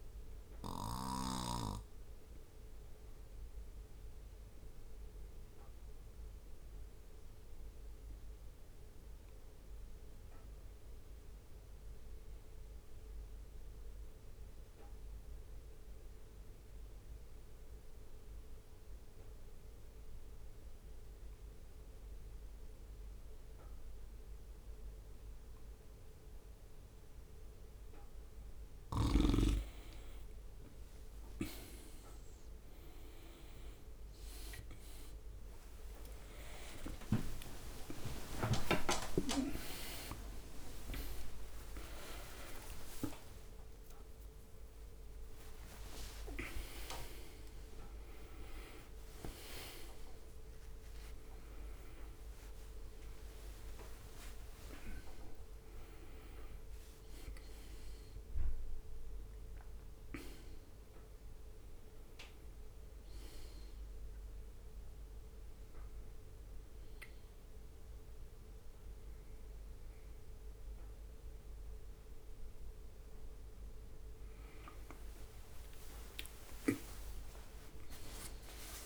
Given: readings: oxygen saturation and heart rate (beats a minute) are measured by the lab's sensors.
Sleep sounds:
a person awake in a sleep study, by a room microphone; 1
0.00-1.00 s: snoring (device-marked)
3.50-27.00 s: obstructive apnea (oxygen 97% before, 91% lowest, heart rate 70 before, 65 extreme, up 11 after)
21.50-78.86 s: new sleep stage, awake
23.50-50.50 s: oxygen desaturation (device-marked, oxygen 97% before, 91% lowest, heart rate 67 before, 69 extreme)
31.00-33.50 s: leg movement (device-marked)
35.50-41.00 s: leg movement (device-marked)
35.50-44.50 s: tachycardia (device-marked, heart rate 69 before, 149 extreme)
41.00-42.00 s: leg movement (device-marked)
41.00-43.00 s: long interval between heartbeats (device-marked, heart rate 75 before, 136 extreme)
46.50-48.00 s: leg movement (device-marked)
48.00-50.00 s: long interval between heartbeats (device-marked, heart rate 99 before, 88 extreme)
48.50-51.50 s: tachycardia (device-marked, heart rate 71 before, 98 extreme)
52.50-54.50 s: long interval between heartbeats (device-marked, heart rate 106 before, 116 extreme)
From the record:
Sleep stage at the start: N2 (light sleep); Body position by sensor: on the back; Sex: male

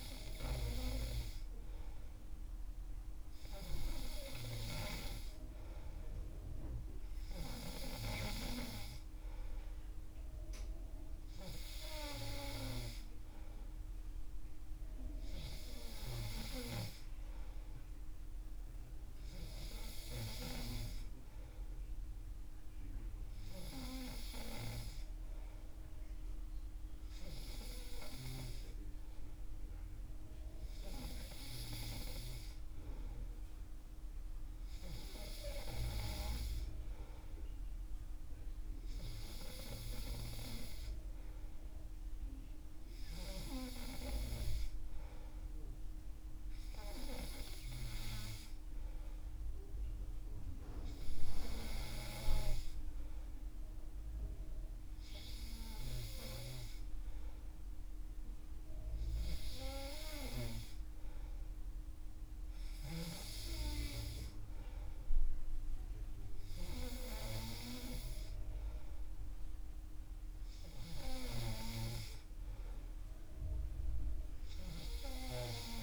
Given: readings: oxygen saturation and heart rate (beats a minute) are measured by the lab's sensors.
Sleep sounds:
breathing in sleep by a room microphone; none
none scored
From the record:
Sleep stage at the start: N3 (deep sleep); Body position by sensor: on the back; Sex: male

